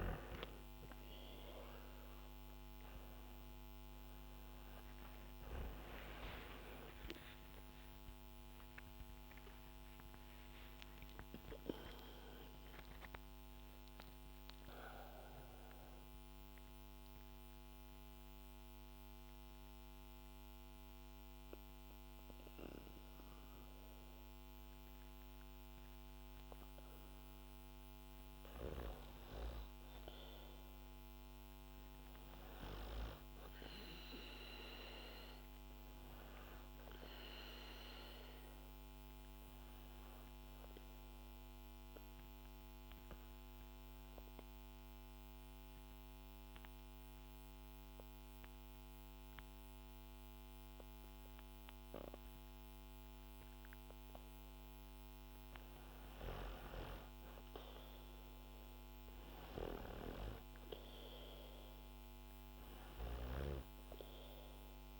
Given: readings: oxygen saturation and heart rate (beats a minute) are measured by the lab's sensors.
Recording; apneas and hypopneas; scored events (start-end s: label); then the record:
breathing in sleep by a microphone on the trachea; 2
3.00-18.00 s: oxygen desaturation (device-marked, oxygen 96% before, 92% lowest, heart rate 68 before, 55 extreme)
4.50-11.00 s: arousal
15.00-27.00 s: mixed apnea (oxygen 96% before, 93% lowest, heart rate 75 before, 55 extreme)
28.00-32.00 s: arousal
28.00-37.00 s: bradycardia (device-marked, heart rate 69 before, 55 extreme)
39.50-55.50 s: obstructive apnea (oxygen 100% before, 94% lowest, heart rate 67 before, 55 extreme, up 6 after)
51.00-55.00 s: bradycardia (device-marked, heart rate 69 before, 58 extreme)
58.50-62.50 s: arousal
61.00-65.00 s: oxygen desaturation (device-marked, oxygen 98% before, 94% lowest, heart rate 63 before, 55 extreme)
62.00-65.00 s: bradycardia (device-marked, heart rate 69 before, 56 extreme)
From the record:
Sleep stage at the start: N2 (light sleep); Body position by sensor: on the back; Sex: female